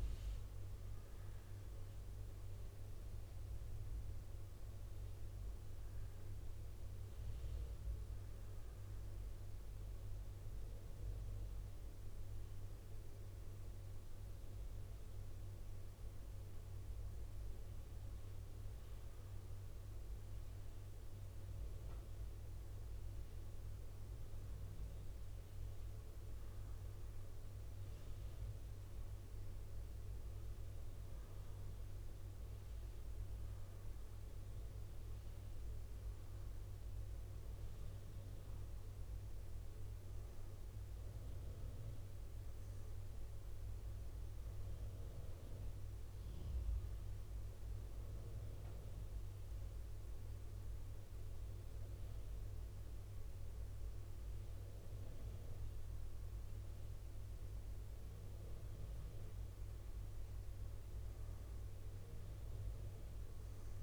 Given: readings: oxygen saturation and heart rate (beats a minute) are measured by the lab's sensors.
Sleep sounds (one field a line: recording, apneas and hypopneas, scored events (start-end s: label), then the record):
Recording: a person awake in a sleep study, hard to hear, by a room microphone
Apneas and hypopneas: none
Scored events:
0.00-1.50 s: leg movement (device-marked)
From the record:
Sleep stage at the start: awake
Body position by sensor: on the back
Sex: female